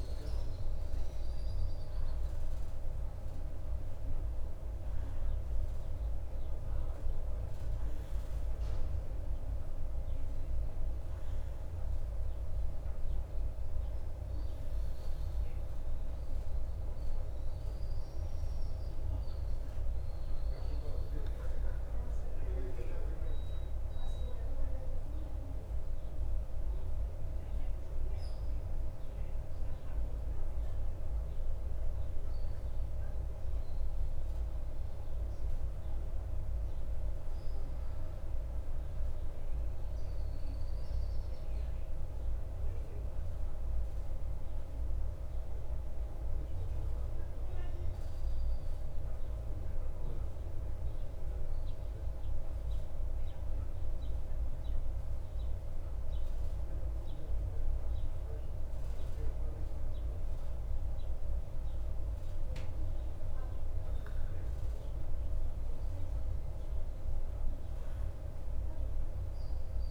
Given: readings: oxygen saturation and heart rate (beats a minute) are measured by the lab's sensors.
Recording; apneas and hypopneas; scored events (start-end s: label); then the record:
breathing in sleep, hard to hear, by a room microphone; 1
13.50-50.50 s: oxygen desaturation (device-marked, oxygen 95% before, 91% lowest, heart rate 54 before, 51 extreme)
32.50-65.50 s: mixed apnea (oxygen 95% before, 89% lowest, heart rate 55 before, 51 extreme, up 1 after)
67.50-69.91 s: arousal
From the record:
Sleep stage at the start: N2 (light sleep); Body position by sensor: on the back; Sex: male